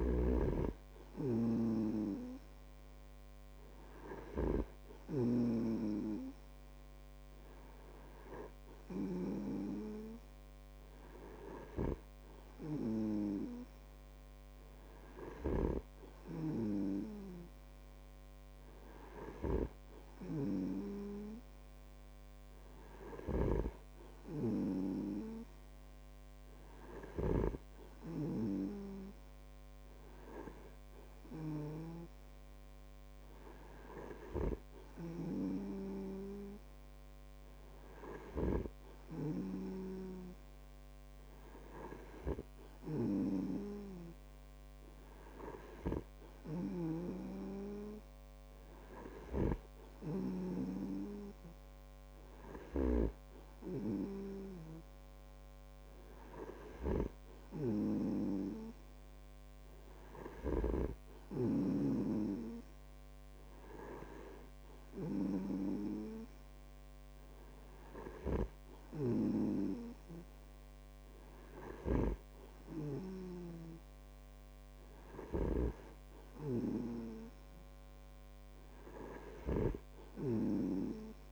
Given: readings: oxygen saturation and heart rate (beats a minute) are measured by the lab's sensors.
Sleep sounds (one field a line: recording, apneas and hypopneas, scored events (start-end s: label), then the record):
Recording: breathing in sleep by a microphone on the trachea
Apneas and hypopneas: none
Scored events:
0.00-6.00 s: snoring (device-marked)
23.50-28.00 s: snoring (device-marked)
47.00-51.00 s: snoring (device-marked)
68.50-76.00 s: snoring (device-marked)
From the record:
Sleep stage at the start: N2 (light sleep)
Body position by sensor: on the back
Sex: male